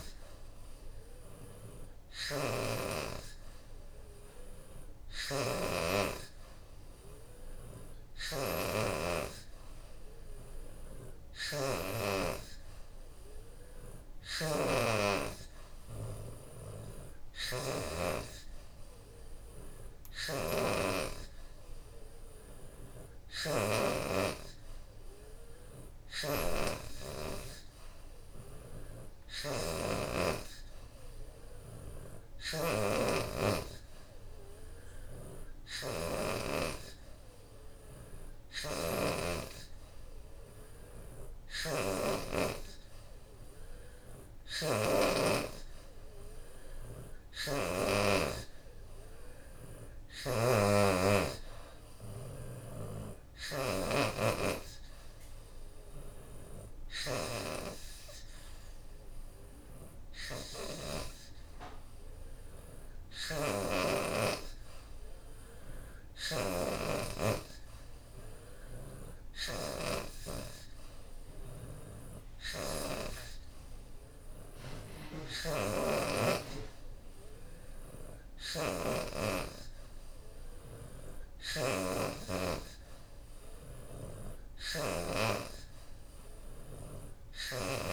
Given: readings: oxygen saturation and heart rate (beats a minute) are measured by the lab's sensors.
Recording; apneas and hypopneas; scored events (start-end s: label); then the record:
breathing in sleep by a room microphone; none
19.00-87.93 s: new sleep stage, N3 (deep sleep)
51.00-64.00 s: drop in pulse transit time (device-marked, heart rate 88 before, 89 extreme)
70.00-82.00 s: oxygen desaturation (device-marked, oxygen 78% before, 73% lowest, heart rate 91 before, 85 extreme)
From the record:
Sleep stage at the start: N2 (light sleep); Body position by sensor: on the back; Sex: female